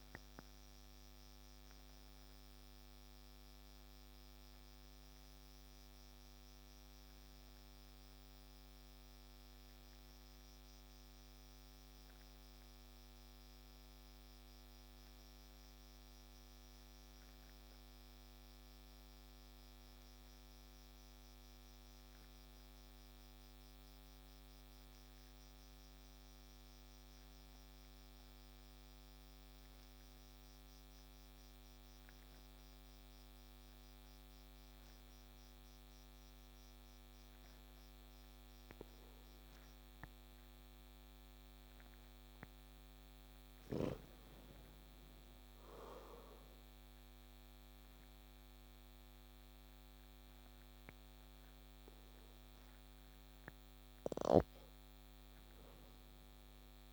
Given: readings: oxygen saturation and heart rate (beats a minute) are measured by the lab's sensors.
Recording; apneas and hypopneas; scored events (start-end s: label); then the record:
breathing in sleep, hard to hear, by a microphone on the trachea; 1
0.00-22.50 s: oxygen desaturation (device-marked, oxygen 90% lowest)
1.00-41.00 s: obstructive apnea (oxygen 97% before, 88% lowest)
42.50-46.00 s: arousal
46.50-56.93 s: oxygen desaturation (device-marked, oxygen 94% before, 88% lowest, heart rate 41 before, 27 extreme)
From the record:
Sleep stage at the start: N2 (light sleep); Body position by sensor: on the back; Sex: male